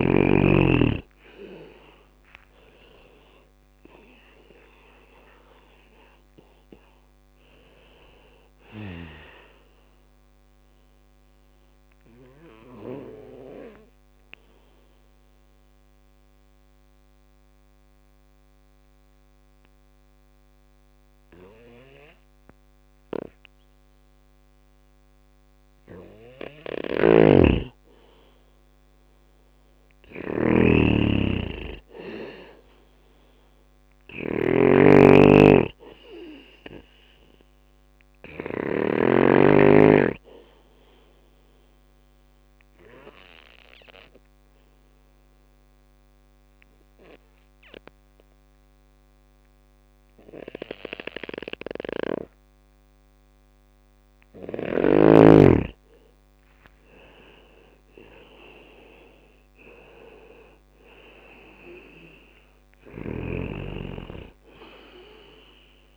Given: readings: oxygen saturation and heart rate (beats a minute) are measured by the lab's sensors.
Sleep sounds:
breathing in sleep by a microphone on the trachea; 2
0.00-13.00 s: drop in pulse transit time (device-marked, heart rate 69 extreme)
1.00-22.00 s: oxygen desaturation (device-marked, oxygen 97% before, 91% lowest, heart rate 67 before, 65 extreme)
2.50-5.50 s: arousal
10.50-24.50 s: obstructive apnea (oxygen 97% before, 90% lowest, heart rate 71 before, 65 extreme, up 4 after)
26.00-38.00 s: snoring (device-marked)
27.50-30.00 s: arousal
35.00-50.00 s: oxygen desaturation (device-marked, oxygen 98% before, 92% lowest, heart rate 66 before, 62 extreme)
39.00-54.50 s: obstructive apnea (oxygen 98% before, 90% lowest, heart rate 67 before, 62 extreme, up 9 after)
55.50-59.50 s: arousal
56.00-65.96 s: drop in pulse transit time (device-marked, heart rate 67 before, 63 extreme)
62.00-65.96 s: snoring (device-marked)
63.00-65.96 s: oxygen desaturation (device-marked, oxygen 96% before, 90% lowest, heart rate 68 before, 62 extreme)
From the record:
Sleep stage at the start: N2 (light sleep); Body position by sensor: on the back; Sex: male

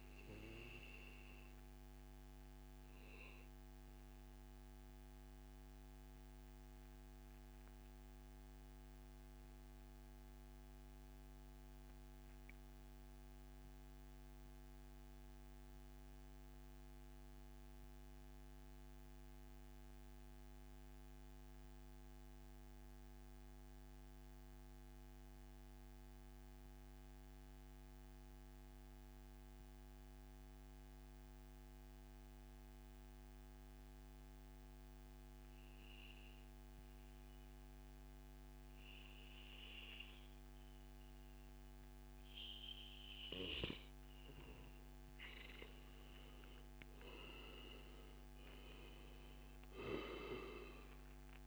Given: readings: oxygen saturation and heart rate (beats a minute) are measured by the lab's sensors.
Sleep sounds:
breathing in sleep by a microphone on the trachea; 1
1.00-42.00 s: mixed apnea (oxygen 98% before, 93% lowest, heart rate 134 before, 96 extreme, up 0 after)
5.50-7.50 s: long interval between heartbeats (device-marked, heart rate 132 before, 86 extreme)
44.50-48.50 s: arousal
From the record:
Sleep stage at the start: N2 (light sleep); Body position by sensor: on the back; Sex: male

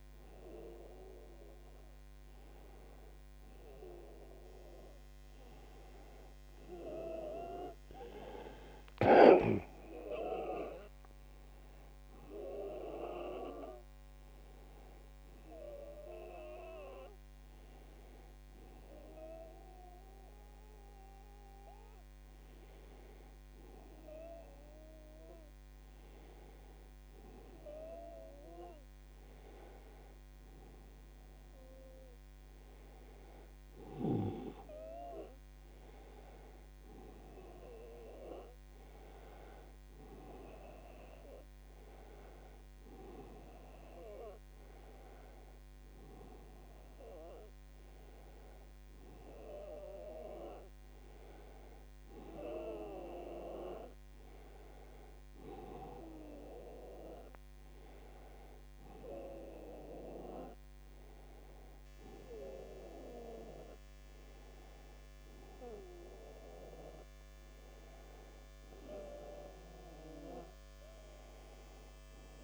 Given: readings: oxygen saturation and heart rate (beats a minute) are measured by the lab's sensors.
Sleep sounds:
a person awake in a sleep study, by a microphone on the trachea; none
none scored
From the record:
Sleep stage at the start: awake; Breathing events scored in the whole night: 271 in 4.0 hours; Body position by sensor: on the back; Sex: male

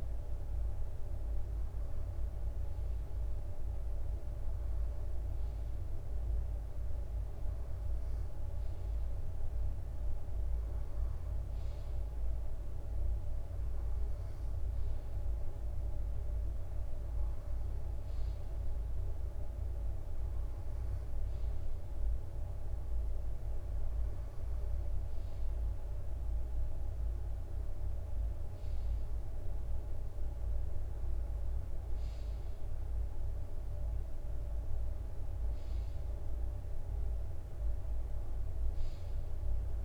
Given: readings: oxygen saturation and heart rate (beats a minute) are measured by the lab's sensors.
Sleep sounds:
breathing in sleep, hard to hear, by a room microphone; none
16.50-29.50 s: bradycardia (device-marked, heart rate 61 before, 58 extreme)
37.50-39.85 s: drop in pulse transit time (device-marked, heart rate 59 before, 62 extreme)
From the record:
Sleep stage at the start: N2 (light sleep); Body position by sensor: on the right side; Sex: male

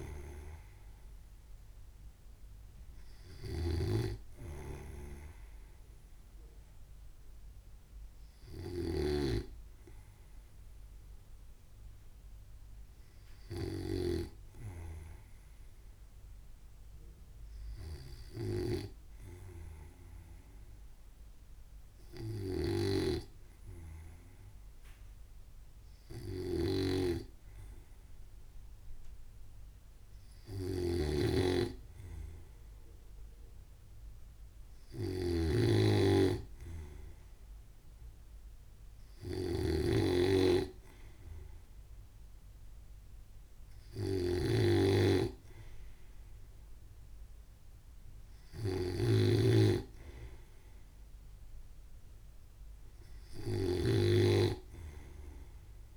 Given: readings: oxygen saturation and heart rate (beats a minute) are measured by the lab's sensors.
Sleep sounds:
breathing in sleep by a room microphone; none
0.00-15.00 s: snoring (device-marked)
23.00-55.97 s: snoring (device-marked)
From the record:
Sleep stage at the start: N2 (light sleep); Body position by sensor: on the right side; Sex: male

